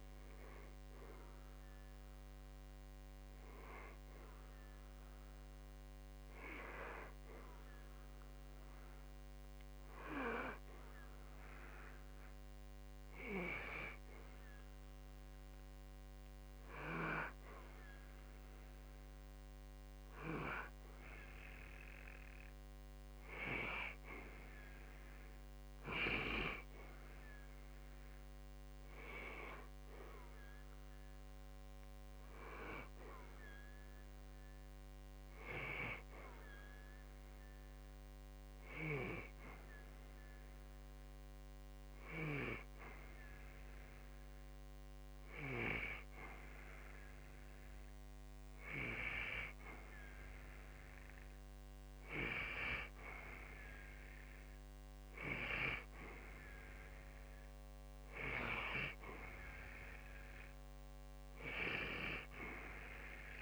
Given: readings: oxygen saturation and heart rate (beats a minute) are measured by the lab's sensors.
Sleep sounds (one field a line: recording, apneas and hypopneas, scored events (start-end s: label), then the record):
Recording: breathing in sleep by a microphone on the trachea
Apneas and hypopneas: 1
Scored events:
30.00-35.00 s: arousal
38.50-49.00 s: hypopnea (oxygen 92% before, 89% lowest, heart rate 65 before, 63 extreme, up 2 after)
50.50-55.00 s: arousal
From the record:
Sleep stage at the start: N2 (light sleep)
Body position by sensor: on the back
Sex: male